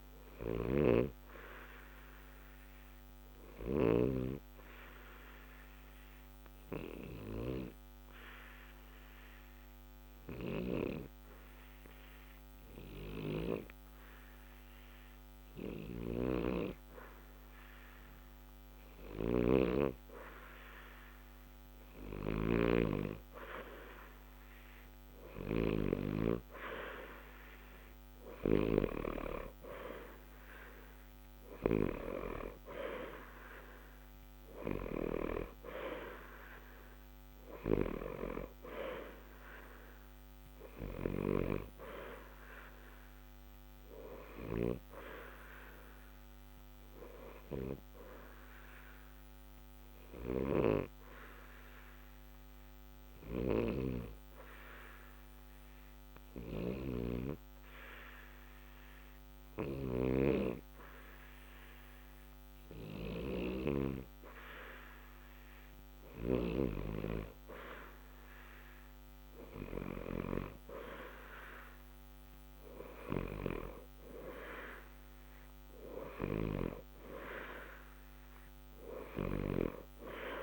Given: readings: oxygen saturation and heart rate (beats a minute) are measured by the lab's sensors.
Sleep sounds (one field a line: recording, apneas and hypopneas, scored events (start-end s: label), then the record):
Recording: breathing in sleep by a microphone on the trachea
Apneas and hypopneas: 2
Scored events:
0.00-8.50 s: oxygen desaturation (device-marked, oxygen 88% lowest, heart rate 60 extreme)
2.00-16.50 s: obstructive apnea (oxygen 93% before, 88% lowest, heart rate 61 before, 60 extreme, up 0 after)
17.00-20.50 s: arousal
45.50-64.50 s: oxygen desaturation (device-marked, oxygen 92% before, 88% lowest, heart rate 60 before, 60 extreme)
49.50-65.00 s: obstructive apnea (oxygen 92% before, 88% lowest, heart rate 60 before, 60 extreme, up 0 after)
67.50-71.50 s: arousal
From the record:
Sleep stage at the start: N2 (light sleep)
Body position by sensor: on the back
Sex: male